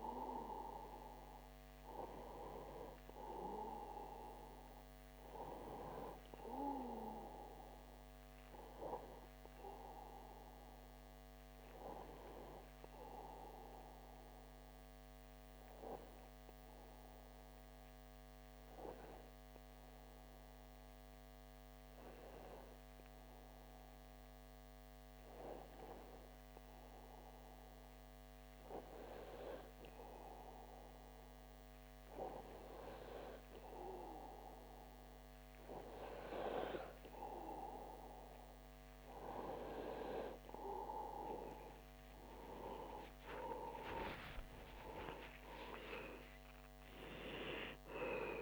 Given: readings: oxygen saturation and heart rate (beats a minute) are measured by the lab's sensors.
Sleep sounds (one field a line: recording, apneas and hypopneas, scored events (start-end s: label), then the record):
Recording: breathing in sleep by a microphone on the trachea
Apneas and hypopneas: 1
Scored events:
10.00-27.50 s: hypopnea (oxygen 96% before, 92% lowest)
30.50-35.00 s: arousal
From the record:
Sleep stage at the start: N2 (light sleep)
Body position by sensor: on the back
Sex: male